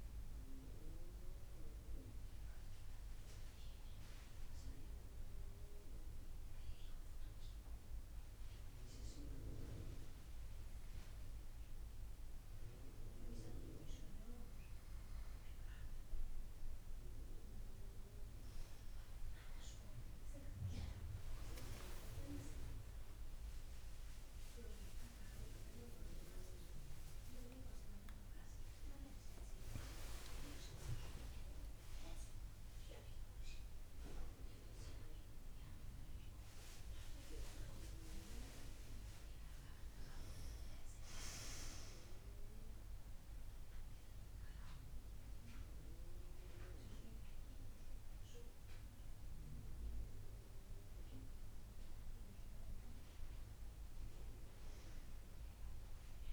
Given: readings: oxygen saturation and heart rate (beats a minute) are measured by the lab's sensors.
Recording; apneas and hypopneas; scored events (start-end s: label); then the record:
a person awake in a sleep study, by a room microphone; none
24.50-26.50 s: long interval between heartbeats (device-marked)
27.50-29.50 s: long interval between heartbeats (device-marked)
33.00-56.33 s: new sleep stage, N1 (lightest sleep)
From the record:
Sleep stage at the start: awake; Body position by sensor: on the right side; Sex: female